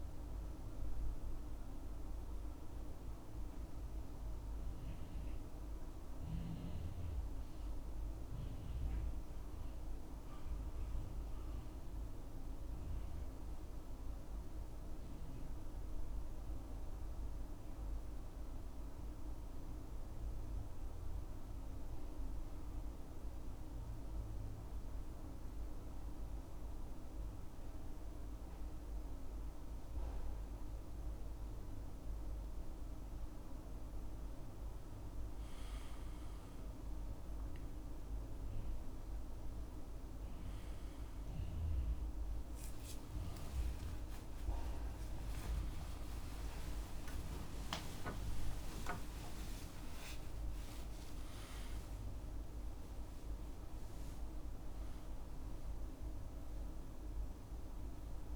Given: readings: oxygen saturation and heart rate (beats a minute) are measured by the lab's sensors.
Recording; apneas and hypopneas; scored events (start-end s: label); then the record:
breathing in sleep, hard to hear, by a room microphone; 1
19.00-32.50 s: central apnea (oxygen 95% before, 85% lowest, heart rate 68 before, 68 extreme, up 8 after)
31.00-58.36 s: oxygen desaturation (device-marked, oxygen 96% before, 85% lowest, heart rate 69 before, 67 extreme)
45.00-49.50 s: arousal
49.50-51.50 s: long interval between heartbeats (device-marked, heart rate 72 before, 83 extreme)
From the record:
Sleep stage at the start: N2 (light sleep); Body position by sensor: on the back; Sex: male